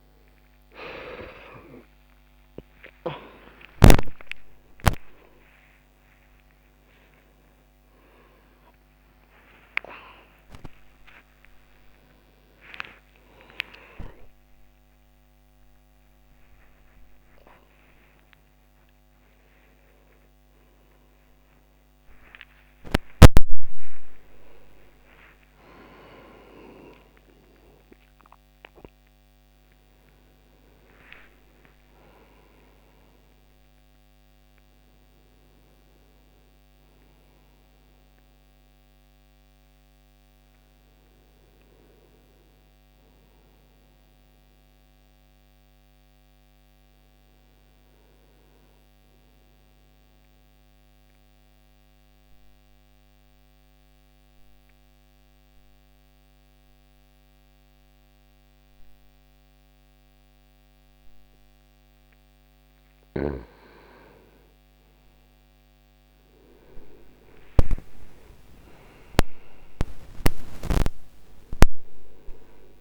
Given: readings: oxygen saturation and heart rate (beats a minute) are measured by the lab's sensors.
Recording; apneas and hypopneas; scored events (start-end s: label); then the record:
a person partly awake in a sleep study, by a microphone on the trachea; 1
0.00-33.00 s: oxygen desaturation (device-marked, oxygen 86% lowest)
2.00-32.00 s: new sleep stage, awake
32.00-62.00 s: new sleep stage, N1 (lightest sleep)
50.00-62.50 s: central apnea (oxygen 100% before, 89% lowest)
62.00-72.81 s: new sleep stage, N2 (light sleep)
65.50-70.00 s: arousal
67.00-72.81 s: oxygen desaturation (device-marked, oxygen 98% before, 89% lowest)
From the record:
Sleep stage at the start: N2 (light sleep); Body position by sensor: on the back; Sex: male